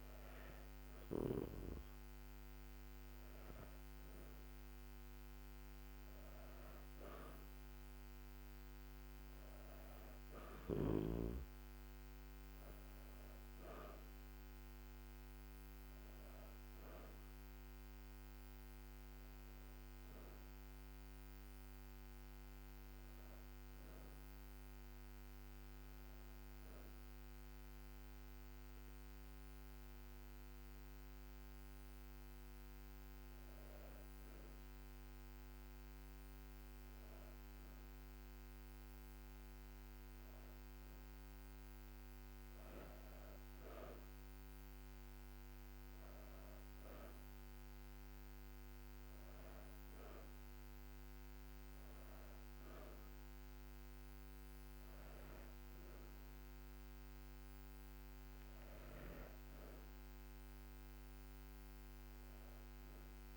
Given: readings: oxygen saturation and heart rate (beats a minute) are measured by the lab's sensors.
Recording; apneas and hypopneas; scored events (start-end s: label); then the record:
breathing in sleep, hard to hear, by a microphone on the trachea; none
none scored
From the record:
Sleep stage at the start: N2 (light sleep); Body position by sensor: on the back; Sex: female